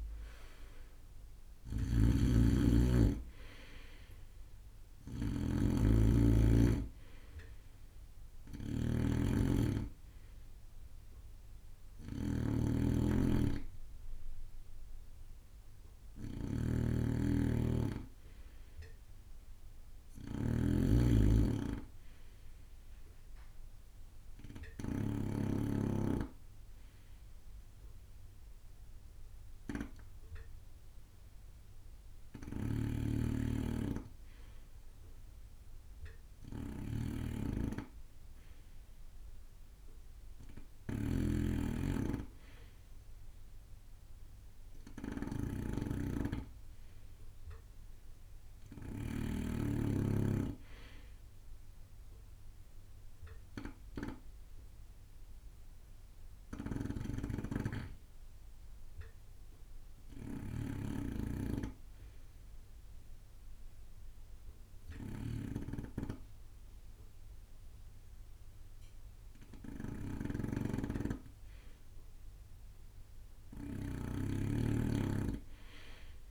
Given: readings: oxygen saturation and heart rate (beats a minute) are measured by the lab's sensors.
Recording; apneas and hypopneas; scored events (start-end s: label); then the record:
breathing in sleep by a room microphone; 2
0.00-54.50 s: snoring (device-marked)
16.50-21.50 s: bradycardia (device-marked)
22.00-33.00 s: hypopnea (oxygen 92% before, 88% lowest)
32.50-47.50 s: oxygen desaturation (device-marked, oxygen 98% before, 93% lowest)
40.50-44.50 s: arousal
54.50-72.00 s: hypopnea (oxygen 98% before, 88% lowest)
56.50-74.50 s: snoring (device-marked)
From the record:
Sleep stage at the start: N2 (light sleep); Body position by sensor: on the right side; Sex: male